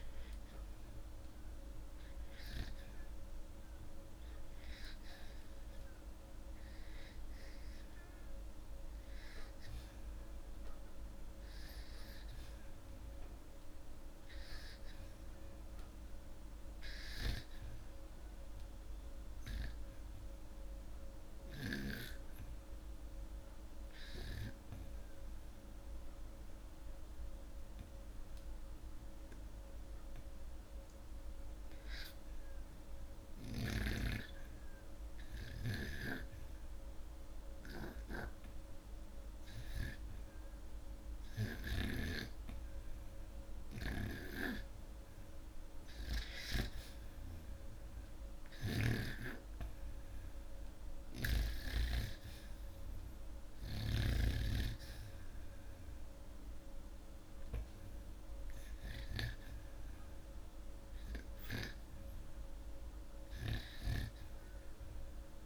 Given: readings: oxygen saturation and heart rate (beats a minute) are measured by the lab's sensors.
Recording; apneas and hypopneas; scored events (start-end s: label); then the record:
breathing in sleep by a room microphone; 1
0.00-13.50 s: oxygen desaturation (device-marked, oxygen 92% lowest, heart rate 78 extreme)
19.50-31.00 s: hypopnea (oxygen 96% before, 91% lowest, heart rate 81 before, 81 extreme, up 4 after)
33.50-36.50 s: arousal
48.50-65.46 s: oxygen desaturation (device-marked, oxygen 96% before, 91% lowest, heart rate 82 before, 84 extreme)
From the record:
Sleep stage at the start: REM sleep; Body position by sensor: upright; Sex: male